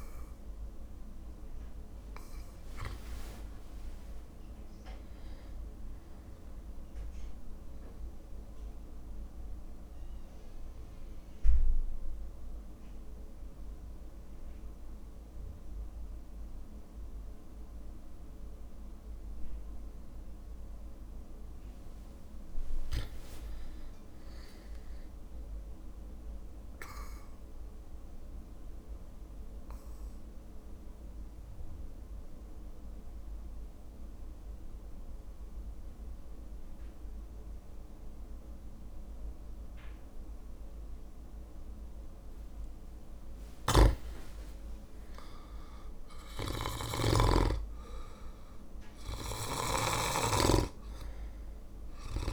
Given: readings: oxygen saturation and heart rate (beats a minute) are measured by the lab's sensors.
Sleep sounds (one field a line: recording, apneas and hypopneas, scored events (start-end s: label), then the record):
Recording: breathing in sleep by a room microphone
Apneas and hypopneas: 2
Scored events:
0.00-20.00 s: oxygen desaturation (device-marked, oxygen 91% lowest, heart rate 55 extreme)
5.00-21.00 s: drop in pulse transit time (device-marked, heart rate 63 before, 57 extreme)
9.00-21.50 s: mixed apnea (oxygen 100% before, 91% lowest, heart rate 63 before, 55 extreme, up 4 after)
23.00-26.00 s: arousal
28.50-42.50 s: obstructive apnea (oxygen 100% before, 96% lowest, heart rate 59 before, 55 extreme, up 6 after)
43.50-50.00 s: snoring (device-marked)
47.00-52.33 s: drop in pulse transit time (device-marked, heart rate 58 before, 60 extreme)
From the record:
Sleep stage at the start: REM sleep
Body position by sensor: on the back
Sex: male